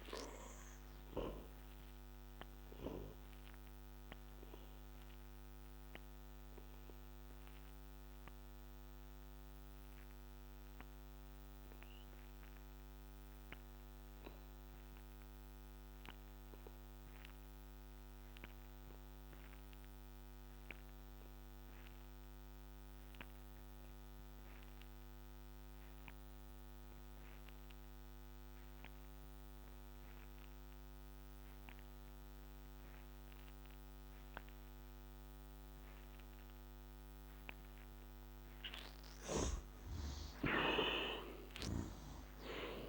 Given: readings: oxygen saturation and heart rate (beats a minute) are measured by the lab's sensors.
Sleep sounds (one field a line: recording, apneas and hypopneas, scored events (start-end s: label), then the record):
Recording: breathing in sleep by a microphone on the trachea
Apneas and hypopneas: 1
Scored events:
0.00-20.00 s: oxygen desaturation (device-marked, oxygen 62% lowest, heart rate 64 extreme)
1.50-38.00 s: obstructive apnea (oxygen 92% before, 61% lowest, heart rate 76 before, 64 extreme, up 10 after)
30.00-42.89 s: oxygen desaturation (device-marked, oxygen 87% before, 61% lowest, heart rate 68 before, 65 extreme)
40.00-42.89 s: arousal
From the record:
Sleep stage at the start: N2 (light sleep)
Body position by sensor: on the back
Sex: male